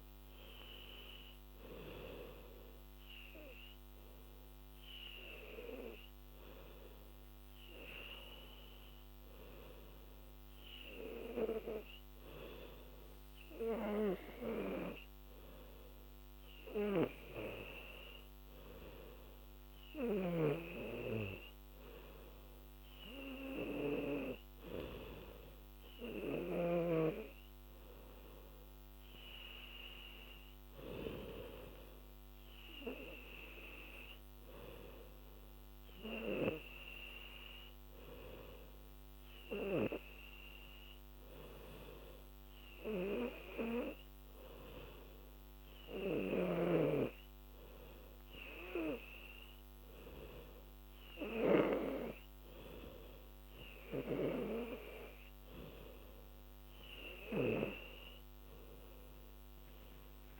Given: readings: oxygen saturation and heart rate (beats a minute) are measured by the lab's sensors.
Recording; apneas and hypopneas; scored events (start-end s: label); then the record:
breathing in sleep by a microphone on the trachea; none
58.50-60.40 s: new sleep stage, N1 (lightest sleep)
From the record:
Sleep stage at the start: N2 (light sleep); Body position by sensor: on the back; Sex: female